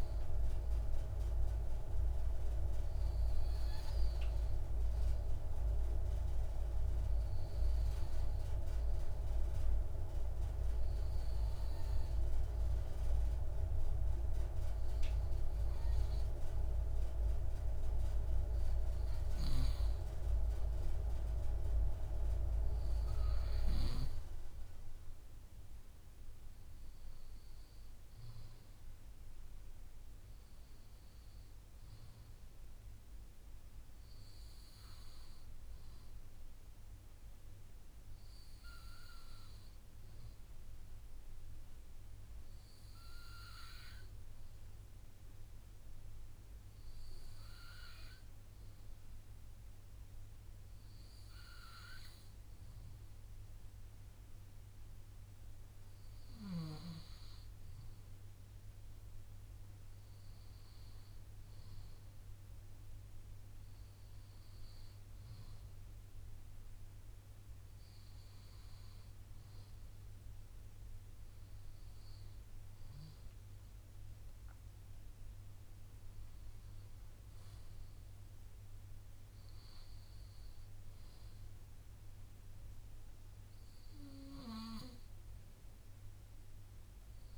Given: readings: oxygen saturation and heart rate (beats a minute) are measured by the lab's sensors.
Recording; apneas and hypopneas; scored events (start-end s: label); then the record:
breathing in sleep by a room microphone; none
74.00-77.50 s: arousal
From the record:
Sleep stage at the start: N2 (light sleep); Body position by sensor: on the left side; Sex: male